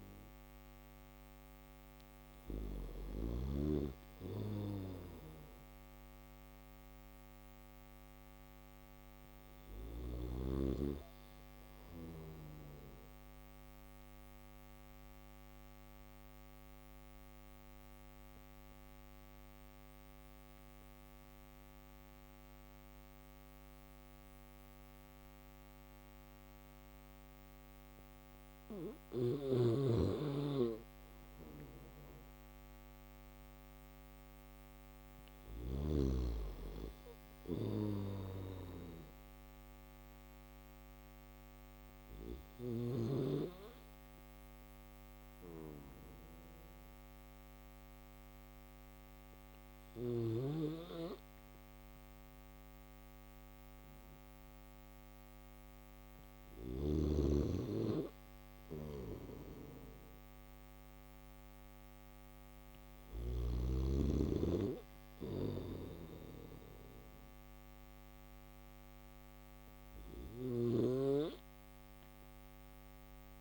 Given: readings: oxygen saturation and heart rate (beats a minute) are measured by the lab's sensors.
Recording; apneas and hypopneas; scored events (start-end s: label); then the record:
breathing in sleep by a microphone on the trachea; none
0.00-2.00 s: snoring (device-marked)
58.00-62.00 s: snoring (device-marked)
64.00-69.50 s: snoring (device-marked)
From the record:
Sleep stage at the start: N1 (lightest sleep); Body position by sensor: on the back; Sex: male